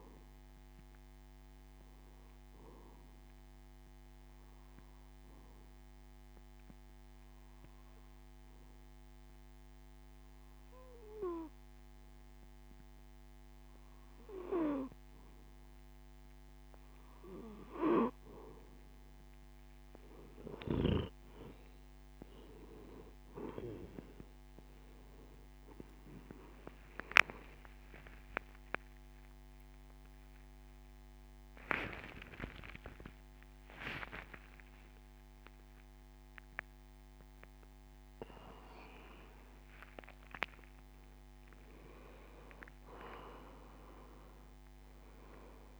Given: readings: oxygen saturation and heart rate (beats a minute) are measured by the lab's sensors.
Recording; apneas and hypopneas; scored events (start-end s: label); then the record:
breathing in sleep by a microphone on the trachea; 1
4.00-17.00 s: obstructive apnea (oxygen 96% before, 91% lowest)
26.00-45.00 s: oxygen desaturation (device-marked, oxygen 96% before, 91% lowest)
27.50-33.50 s: arousal
From the record:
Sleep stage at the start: N2 (light sleep); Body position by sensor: on the back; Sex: male